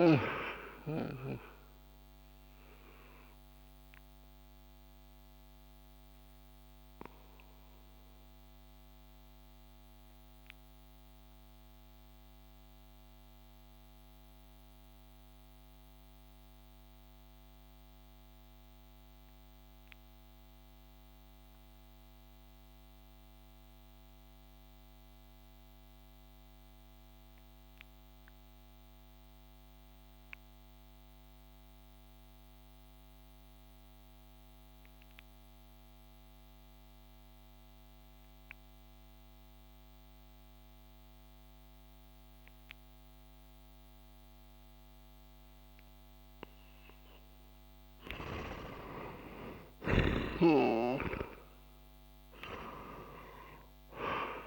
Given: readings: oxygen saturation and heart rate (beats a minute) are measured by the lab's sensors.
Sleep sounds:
breathing in sleep by a microphone on the trachea; 1
0.00-25.00 s: oxygen desaturation (device-marked, oxygen 88% lowest)
0.50-45.50 s: obstructive apnea (oxygen 97% before, 85% lowest)
40.00-54.47 s: oxygen desaturation (device-marked, oxygen 97% before, 85% lowest)
48.50-53.50 s: arousal
From the record:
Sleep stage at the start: N2 (light sleep); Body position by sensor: on the back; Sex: male

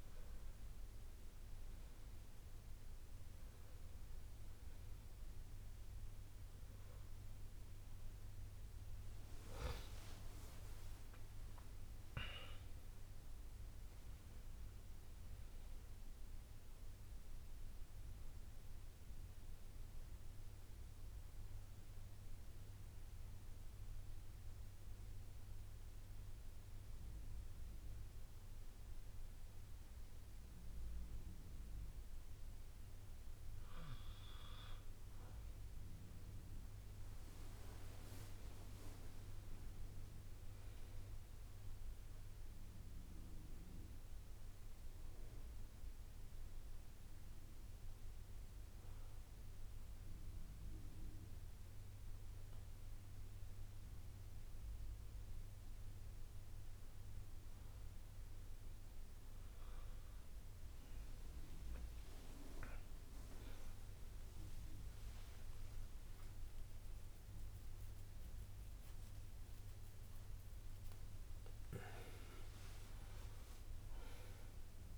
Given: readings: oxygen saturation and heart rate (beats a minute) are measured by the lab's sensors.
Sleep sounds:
breathing in sleep by a room microphone; 2
3.50-17.50 s: oxygen desaturation (device-marked, oxygen 97% before, 93% lowest, heart rate 60 before, 57 extreme)
5.00-9.00 s: arousal
9.50-20.50 s: drop in pulse transit time (device-marked, heart rate 60 before, 63 extreme)
20.50-74.98 s: new sleep stage, N2 (light sleep)
22.50-33.50 s: hypopnea (oxygen 97% before, 92% lowest, heart rate 66 before, 57 extreme, up 5 after)
25.50-36.50 s: bradycardia (device-marked, heart rate 69 before, 57 extreme)
35.50-39.50 s: arousal
38.50-56.50 s: oxygen desaturation (device-marked, oxygen 97% before, 92% lowest, heart rate 60 before, 58 extreme)
46.50-52.50 s: bradycardia (device-marked, heart rate 68 before, 58 extreme)
46.50-57.50 s: hypopnea (oxygen 97% before, 92% lowest, heart rate 60 before, 58 extreme, up 21 after)
64.50-66.50 s: long interval between heartbeats (device-marked, heart rate 62 before, 78 extreme)
64.50-70.00 s: arousal
66.50-74.98 s: oxygen desaturation (device-marked, oxygen 97% before, 94% lowest, heart rate 63 before, 61 extreme)
71.50-74.98 s: drop in pulse transit time (device-marked, heart rate 67 before, 65 extreme)
From the record:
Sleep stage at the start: N1 (lightest sleep); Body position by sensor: on the back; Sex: male

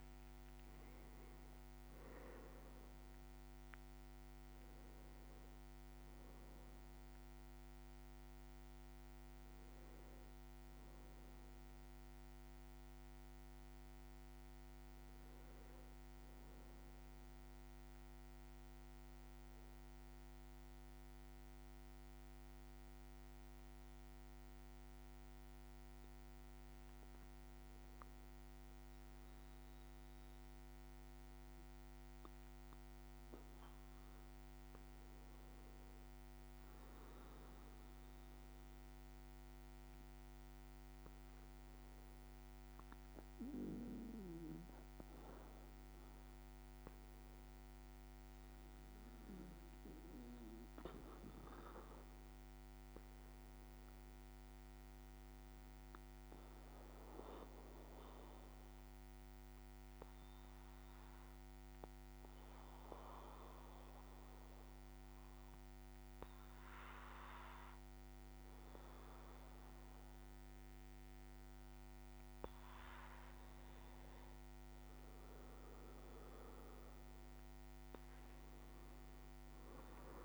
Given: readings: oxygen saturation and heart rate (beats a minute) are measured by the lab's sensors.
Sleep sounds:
breathing in sleep by a microphone on the trachea; 2
0.00-8.50 s: oxygen desaturation (device-marked, oxygen 94% lowest, heart rate 53 extreme)
16.50-26.50 s: central apnea (oxygen 97% before, 94% lowest, heart rate 58 before, 53 extreme, up 2 after)
29.50-33.50 s: arousal
57.50-73.00 s: obstructive apnea (oxygen 99% before, 95% lowest, heart rate 56 before, 53 extreme, up 4 after)
75.50-79.00 s: arousal
From the record:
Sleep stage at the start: N2 (light sleep); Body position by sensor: on the back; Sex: male

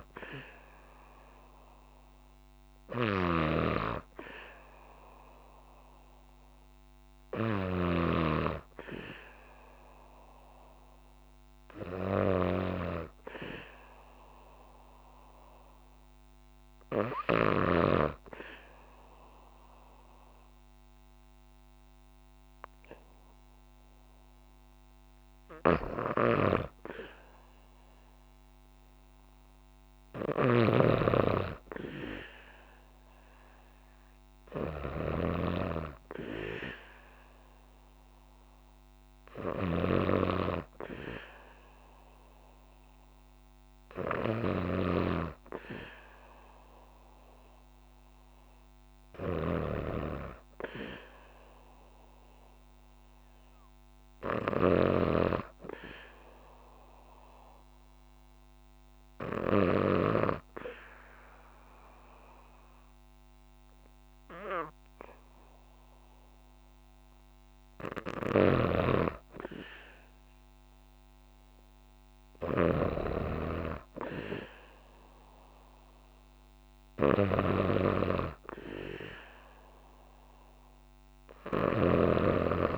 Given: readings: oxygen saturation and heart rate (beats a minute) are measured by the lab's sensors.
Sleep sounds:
breathing in sleep by a microphone on the trachea; 2
0.00-7.50 s: snoring (device-marked)
0.00-9.50 s: oxygen desaturation (device-marked, oxygen 94% lowest, heart rate 58 extreme)
13.50-26.00 s: hypopnea (oxygen 98% before, 94% lowest, heart rate 60 before, 60 extreme, up 1 after)
28.00-32.00 s: arousal
29.50-59.50 s: snoring (device-marked)
55.50-67.50 s: obstructive apnea (oxygen 97% before, 94% lowest, heart rate 61 before, 61 extreme, up 3 after)
68.00-72.50 s: snoring (device-marked)
70.00-74.00 s: arousal
From the record:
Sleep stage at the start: N2 (light sleep); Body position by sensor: on the back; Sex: female

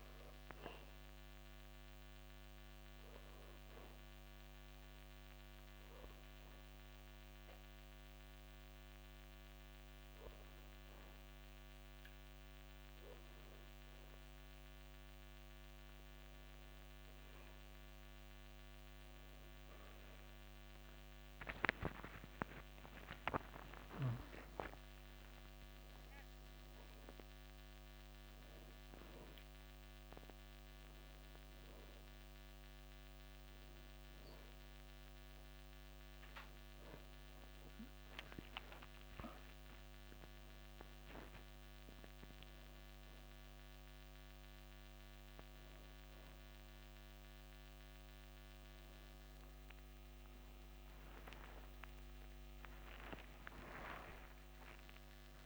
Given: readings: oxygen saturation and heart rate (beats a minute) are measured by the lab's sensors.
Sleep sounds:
a person awake in a sleep study, by a microphone on the trachea; 1
3.00-14.50 s: hypopnea (oxygen 94% before, 93% lowest, heart rate 83 before, 40 extreme, up 11 after)
12.50-55.46 s: new sleep stage, awake
From the record:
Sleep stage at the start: N2 (light sleep); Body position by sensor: on the back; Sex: male

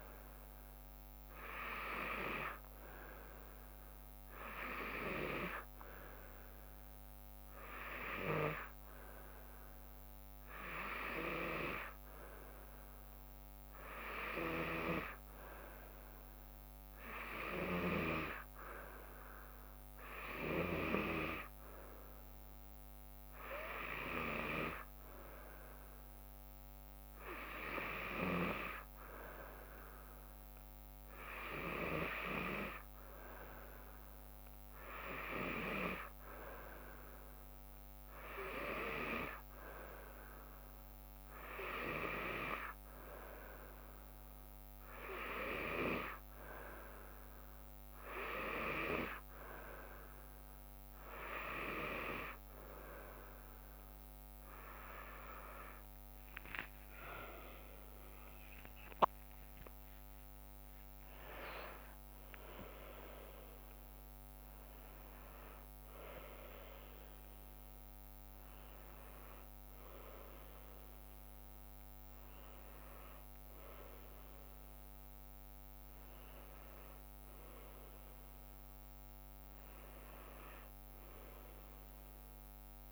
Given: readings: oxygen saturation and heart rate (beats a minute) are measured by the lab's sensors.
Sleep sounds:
breathing in sleep by a microphone on the trachea; none
56.50-59.50 s: tachycardia (device-marked, heart rate 74 before, 99 extreme)
56.50-61.00 s: arousal
58.50-72.50 s: drop in pulse transit time (device-marked, heart rate 77 before, 79 extreme)
From the record:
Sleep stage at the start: N2 (light sleep); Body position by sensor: on the back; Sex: female

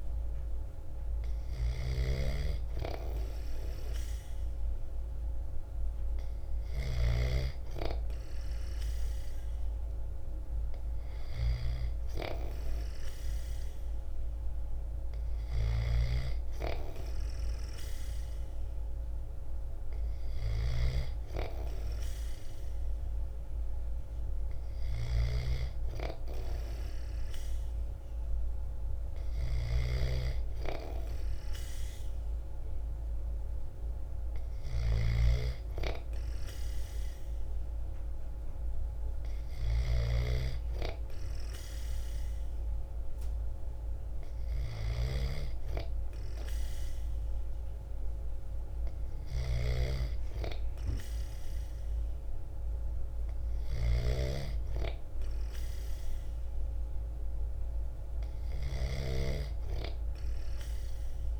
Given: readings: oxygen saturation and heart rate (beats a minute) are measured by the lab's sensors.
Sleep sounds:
breathing in sleep by a room microphone; none
0.00-61.40 s: snoring (device-marked)
From the record:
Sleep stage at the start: N2 (light sleep); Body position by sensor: on the back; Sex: male

